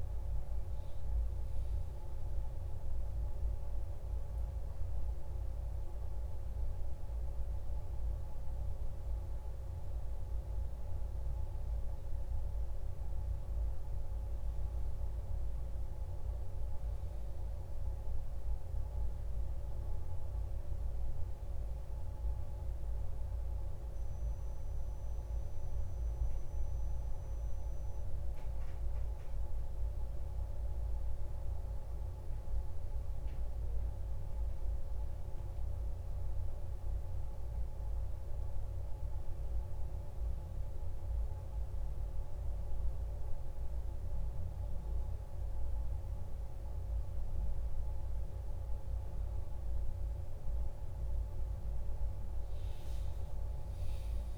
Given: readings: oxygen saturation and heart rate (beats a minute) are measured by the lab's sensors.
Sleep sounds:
a person awake in a sleep study, hard to hear, by a room microphone; none
none scored
From the record:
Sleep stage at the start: awake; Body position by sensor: on the back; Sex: male

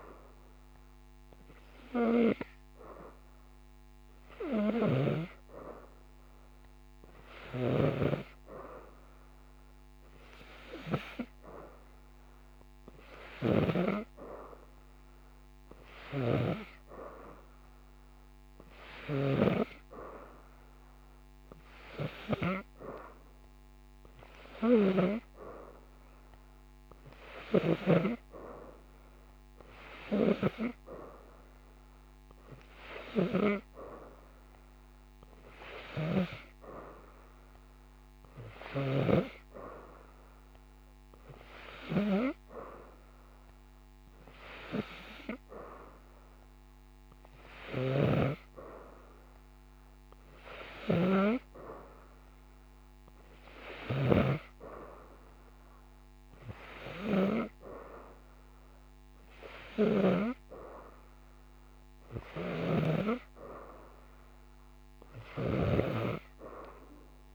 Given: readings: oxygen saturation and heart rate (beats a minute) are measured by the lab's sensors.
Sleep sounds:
breathing in sleep by a microphone on the trachea; none
14.50-18.50 s: oxygen desaturation (device-marked, oxygen 94% before, 91% lowest)
47.50-54.00 s: snoring (device-marked)
62.00-65.50 s: snoring (device-marked)
From the record:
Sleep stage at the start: N2 (light sleep); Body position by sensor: upright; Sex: female

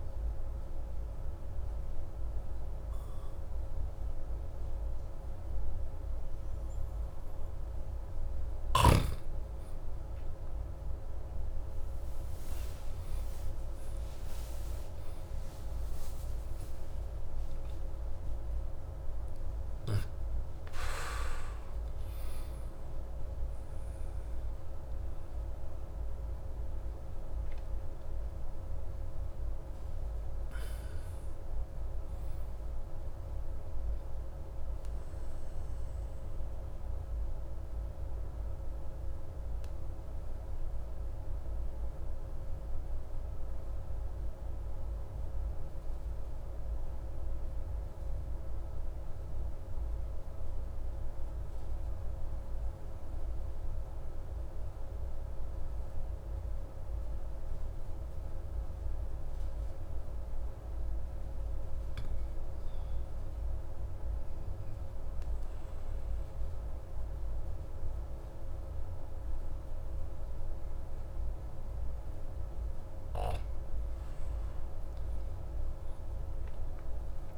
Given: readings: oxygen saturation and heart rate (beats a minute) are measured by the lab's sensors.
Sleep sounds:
breathing in sleep, hard to hear, by a room microphone; 1
0.00-1.00 s: arousal
0.00-12.50 s: oxygen desaturation (device-marked, oxygen 93% lowest)
9.50-39.50 s: new sleep stage, N1 (lightest sleep)
26.50-30.50 s: arousal
34.50-60.00 s: obstructive apnea (oxygen 94% before, 92% lowest)
39.50-77.38 s: new sleep stage, N2 (light sleep)
62.00-66.00 s: arousal
From the record:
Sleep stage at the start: N2 (light sleep); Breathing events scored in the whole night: 249 in 4.6 hours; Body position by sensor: on the back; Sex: male

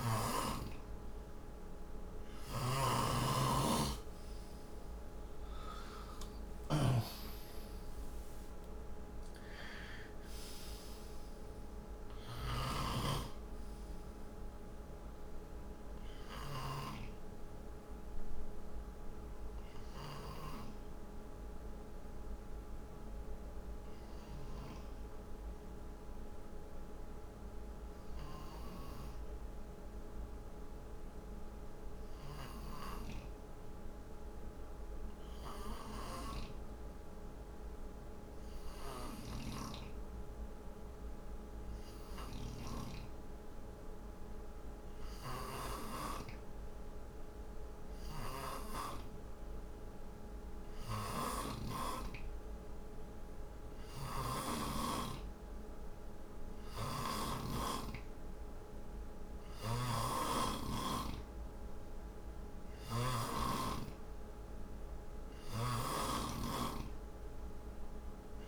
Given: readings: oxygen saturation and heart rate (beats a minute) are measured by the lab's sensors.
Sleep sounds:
breathing in sleep by a room microphone; 1
0.00-19.00 s: oxygen desaturation (device-marked, oxygen 89% lowest, heart rate 51 extreme)
2.00-20.00 s: snoring (device-marked)
23.00-35.50 s: hypopnea (oxygen 94% before, 90% lowest, heart rate 65 before, 57 extreme, up 12 after)
28.00-48.50 s: snoring (device-marked)
37.50-41.50 s: arousal
42.00-68.48 s: oxygen desaturation (device-marked, oxygen 96% before, 90% lowest, heart rate 58 before, 60 extreme)
50.50-57.00 s: snoring (device-marked)
59.00-63.00 s: snoring (device-marked)
65.00-68.48 s: snoring (device-marked)
From the record:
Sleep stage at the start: N2 (light sleep); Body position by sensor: on the right side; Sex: male

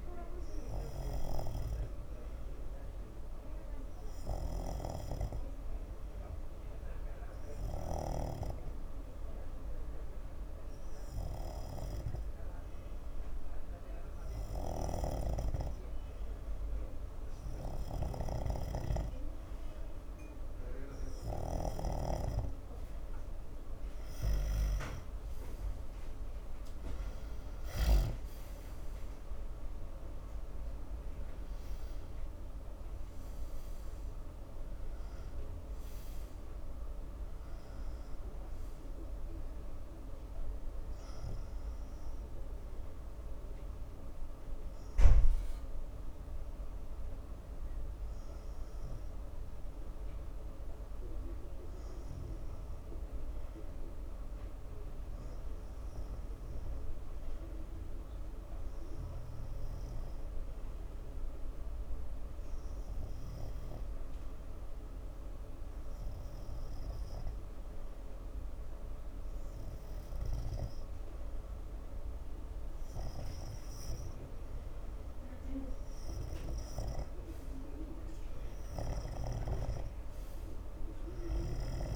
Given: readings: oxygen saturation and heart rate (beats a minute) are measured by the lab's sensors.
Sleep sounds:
breathing in sleep by a room microphone; 2
0.00-22.50 s: snoring (device-marked)
2.50-16.00 s: hypopnea (oxygen 92% before, 90% lowest)
18.50-22.00 s: arousal
45.50-76.00 s: hypopnea (oxygen 93% before, 90% lowest)
60.00-77.50 s: snoring (device-marked)
79.00-81.96 s: arousal
From the record:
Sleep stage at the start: N2 (light sleep); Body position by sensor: on the front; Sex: male

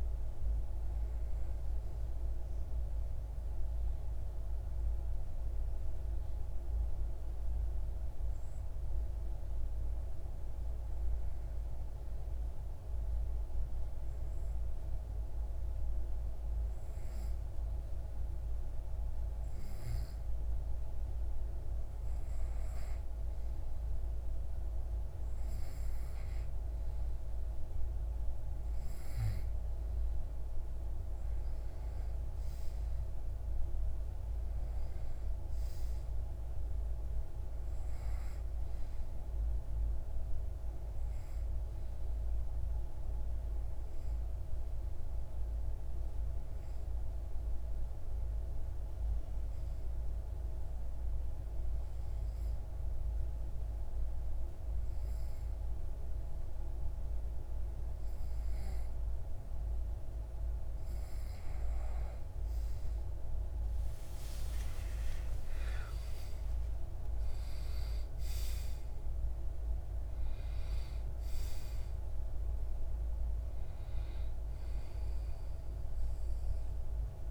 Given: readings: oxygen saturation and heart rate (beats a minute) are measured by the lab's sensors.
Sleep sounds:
breathing in sleep, hard to hear, by a room microphone; 2
10.00-27.00 s: hypopnea (oxygen 95% before, 91% lowest)
29.00-34.00 s: arousal
41.50-58.00 s: obstructive apnea (oxygen 95% before, 91% lowest)
62.00-66.50 s: arousal
62.00-77.31 s: oxygen desaturation (device-marked, oxygen 94% before, 91% lowest)
From the record:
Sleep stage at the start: N2 (light sleep); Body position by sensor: on the back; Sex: male

